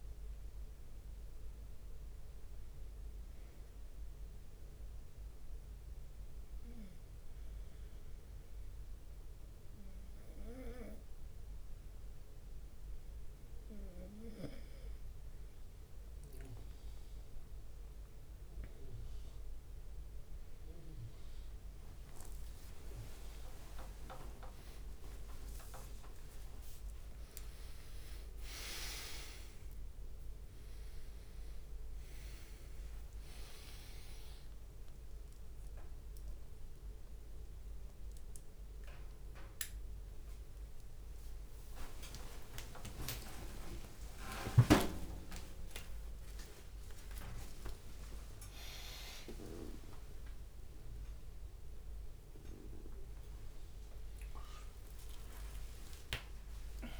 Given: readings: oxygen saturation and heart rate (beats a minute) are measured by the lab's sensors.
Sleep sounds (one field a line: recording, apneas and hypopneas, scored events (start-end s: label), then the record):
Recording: a person awake in a sleep study, by a room microphone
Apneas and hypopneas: none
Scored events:
16.00-18.50 s: leg movement (device-marked)
21.00-22.00 s: drop in pulse transit time (device-marked, heart rate 71 before, 75 extreme)
21.50-31.50 s: leg movement (device-marked)
22.50-24.50 s: long interval between heartbeats (device-marked, heart rate 72 before, 86 extreme)
25.00-27.00 s: long interval between heartbeats (device-marked, heart rate 74 before, 94 extreme)
30.00-37.00 s: tachycardia (device-marked, heart rate 72 before, 123 extreme)
34.00-36.00 s: long interval between heartbeats (device-marked, heart rate 84 before, 122 extreme)
37.00-38.50 s: leg movement (device-marked)
39.00-47.00 s: tachycardia (device-marked, heart rate 73 before, 139 extreme)
39.00-49.00 s: drop in pulse transit time (device-marked, heart rate 97 before, 88 extreme)
40.00-42.00 s: long interval between heartbeats (device-marked, heart rate 98 before, 88 extreme)
42.00-44.00 s: long interval between heartbeats (device-marked, heart rate 100 before, 108 extreme)
46.50-48.50 s: long interval between heartbeats (device-marked, heart rate 106 before, 138 extreme)
50.00-57.00 s: bradycardia (device-marked)
54.00-56.00 s: long interval between heartbeats (device-marked, heart rate 108 before, 27 extreme)
56.00-57.00 s: long interval between heartbeats (device-marked, heart rate 98 before, 34 extreme)
From the record:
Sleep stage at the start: awake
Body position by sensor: on the right side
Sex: male